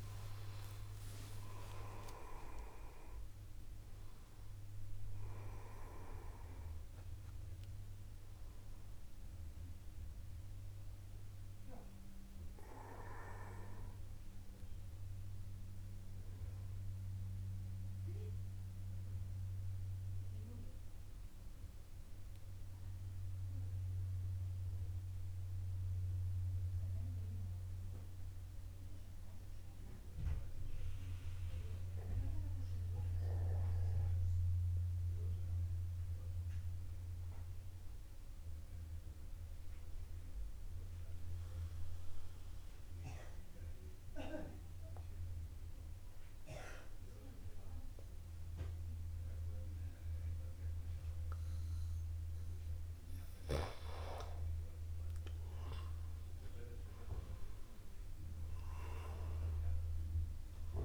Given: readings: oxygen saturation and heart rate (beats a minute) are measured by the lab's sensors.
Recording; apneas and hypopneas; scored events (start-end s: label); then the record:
breathing in sleep by a room microphone; 1
0.50-2.50 s: long interval between heartbeats (device-marked, heart rate 50 before, 61 extreme)
2.50-4.50 s: long interval between heartbeats (device-marked, heart rate 52 before, 86 extreme)
12.50-16.50 s: arousal
20.00-53.00 s: mixed apnea (oxygen 96% before, 93% lowest, heart rate 63 before, 49 extreme, up 0 after)
29.00-59.00 s: new sleep stage, N2 (light sleep)
59.00-60.85 s: new sleep stage, awake
From the record:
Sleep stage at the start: N1 (lightest sleep); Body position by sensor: upright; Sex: male